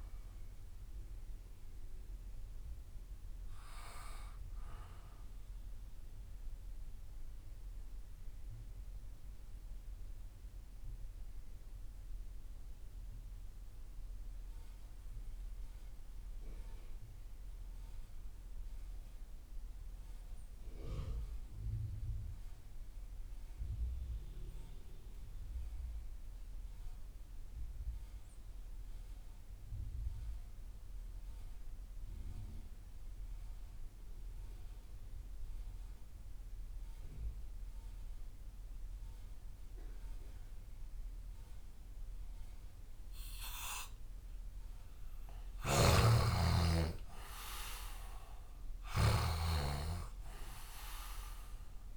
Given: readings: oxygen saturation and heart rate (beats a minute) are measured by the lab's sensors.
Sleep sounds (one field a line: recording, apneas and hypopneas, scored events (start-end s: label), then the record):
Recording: breathing in sleep by a room microphone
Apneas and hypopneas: 1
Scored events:
0.00-22.50 s: oxygen desaturation (device-marked, oxygen 70% lowest)
6.00-43.50 s: mixed apnea (oxygen 92% before, 70% lowest)
37.50-51.97 s: oxygen desaturation (device-marked, oxygen 97% before, 76% lowest)
45.00-51.97 s: snoring (device-marked)
45.50-49.50 s: arousal
From the record:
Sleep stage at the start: REM sleep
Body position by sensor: on the left side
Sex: male